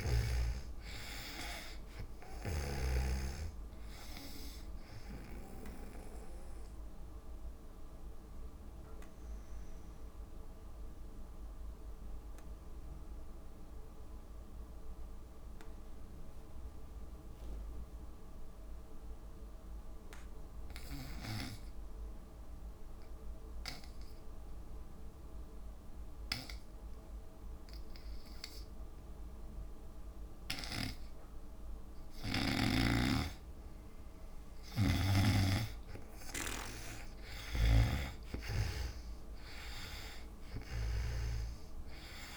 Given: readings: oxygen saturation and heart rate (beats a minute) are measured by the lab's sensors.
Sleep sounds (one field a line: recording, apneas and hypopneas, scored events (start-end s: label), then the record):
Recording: breathing in sleep by a room microphone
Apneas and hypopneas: 1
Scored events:
0.00-17.50 s: oxygen desaturation (device-marked, oxygen 80% lowest, heart rate 58 extreme)
7.00-32.50 s: obstructive apnea (oxygen 97% before, 78% lowest, heart rate 66 before, 57 extreme, up 8 after)
30.50-42.37 s: oxygen desaturation (device-marked, oxygen 98% before, 78% lowest, heart rate 60 before, 57 extreme)
37.50-41.50 s: snoring (device-marked)
39.00-42.37 s: arousal
From the record:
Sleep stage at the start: N2 (light sleep)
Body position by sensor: on the back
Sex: female